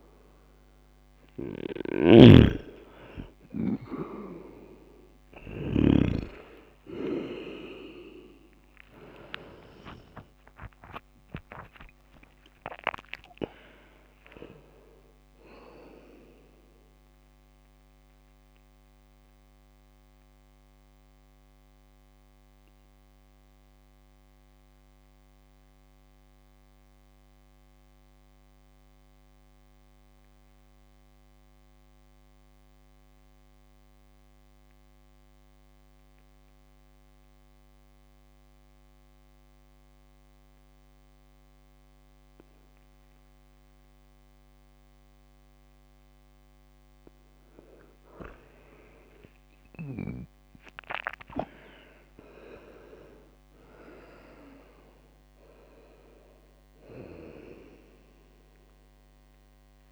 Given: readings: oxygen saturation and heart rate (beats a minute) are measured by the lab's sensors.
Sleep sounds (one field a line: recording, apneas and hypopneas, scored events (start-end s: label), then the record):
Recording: breathing in sleep by a microphone on the trachea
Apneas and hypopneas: 1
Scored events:
1.50-5.50 s: snoring (device-marked)
7.00-12.50 s: arousal
19.50-44.50 s: obstructive apnea (oxygen 100% before, 96% lowest)
48.00-52.00 s: arousal
From the record:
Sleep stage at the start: N2 (light sleep)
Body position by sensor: on the right side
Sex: male